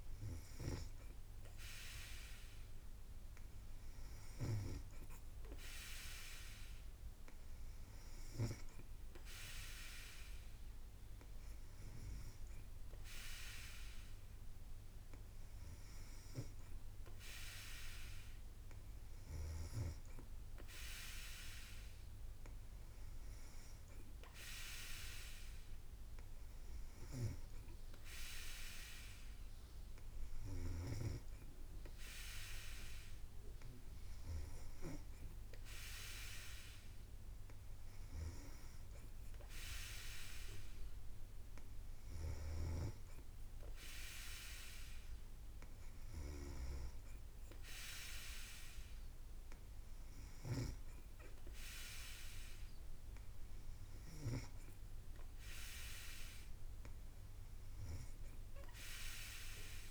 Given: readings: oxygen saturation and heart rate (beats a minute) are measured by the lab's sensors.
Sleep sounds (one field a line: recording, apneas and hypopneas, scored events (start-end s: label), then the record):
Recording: breathing in sleep by a room microphone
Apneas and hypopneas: none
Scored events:
none scored
From the record:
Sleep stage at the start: N3 (deep sleep)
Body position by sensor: on the back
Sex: female